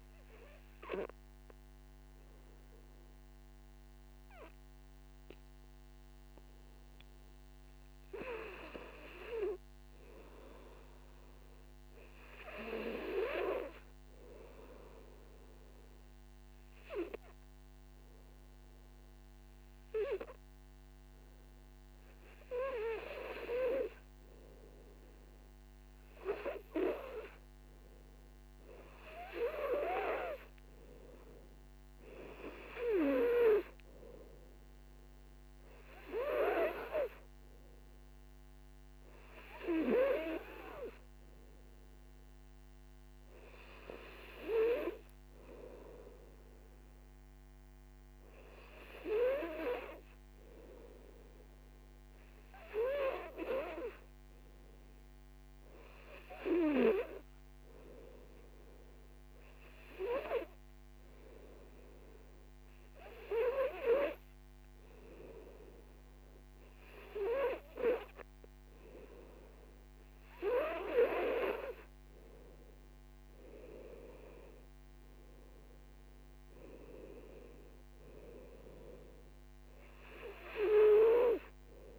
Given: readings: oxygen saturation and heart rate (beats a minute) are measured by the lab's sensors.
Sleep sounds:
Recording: breathing in sleep by a microphone on the trachea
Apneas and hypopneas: 2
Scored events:
0.00-13.00 s: oxygen desaturation (device-marked, oxygen 91% lowest, heart rate 55 extreme)
12.00-27.00 s: obstructive apnea (oxygen 97% before, 91% lowest, heart rate 62 before, 53 extreme, up 5 after)
29.00-34.00 s: arousal
33.00-50.00 s: oxygen desaturation (device-marked, oxygen 96% before, 93% lowest, heart rate 57 before, 53 extreme)
58.00-72.00 s: obstructive apnea (oxygen 96% before, 90% lowest, heart rate 59 before, 52 extreme, up 18 after)
73.00-81.99 s: oxygen desaturation (device-marked, oxygen 95% before, 90% lowest, heart rate 58 before, 52 extreme)
73.50-77.00 s: arousal
From the record:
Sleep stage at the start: N2 (light sleep)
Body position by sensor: on the right side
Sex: male

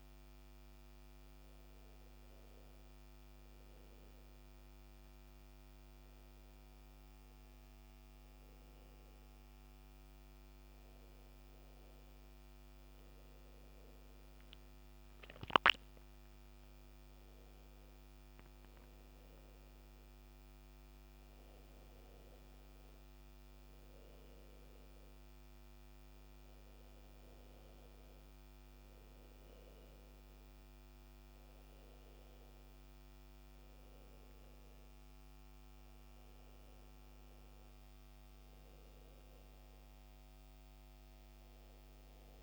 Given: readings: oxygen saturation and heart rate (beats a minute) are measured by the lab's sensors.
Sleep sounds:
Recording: breathing in sleep, hard to hear, by a microphone on the trachea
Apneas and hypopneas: none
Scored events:
none scored
From the record:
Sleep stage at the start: N2 (light sleep)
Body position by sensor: on the back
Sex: male

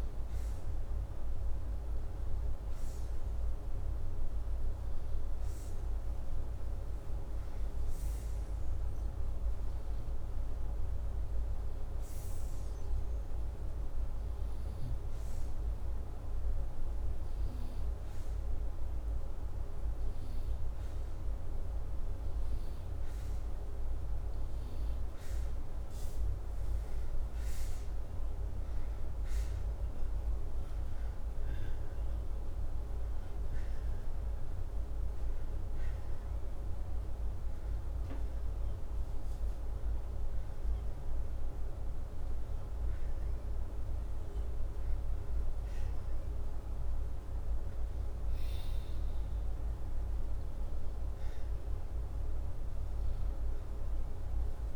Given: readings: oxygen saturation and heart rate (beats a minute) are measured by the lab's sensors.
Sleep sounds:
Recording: breathing in sleep, hard to hear, by a room microphone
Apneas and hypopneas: none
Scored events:
none scored
From the record:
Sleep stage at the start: N2 (light sleep)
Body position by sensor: upright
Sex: male

